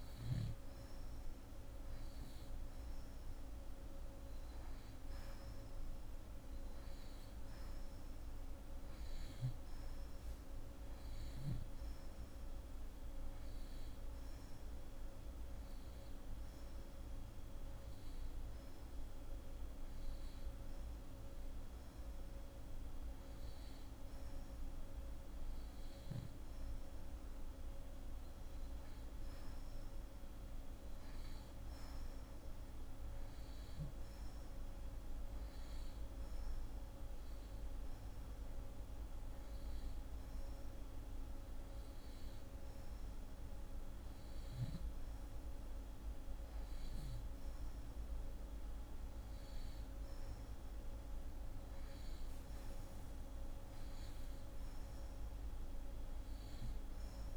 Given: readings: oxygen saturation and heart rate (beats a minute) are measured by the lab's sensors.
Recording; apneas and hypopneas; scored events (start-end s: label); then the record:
breathing in sleep, hard to hear, by a room microphone; 2
14.00-24.50 s: hypopnea (oxygen 90% before, 87% lowest, heart rate 156 before, 37 extreme)
27.50-31.50 s: arousal
36.50-47.00 s: hypopnea (oxygen 89% before, 86% lowest, heart rate 113 before, 63 extreme)
49.50-53.00 s: arousal
From the record:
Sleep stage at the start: N2 (light sleep); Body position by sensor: on the back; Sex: female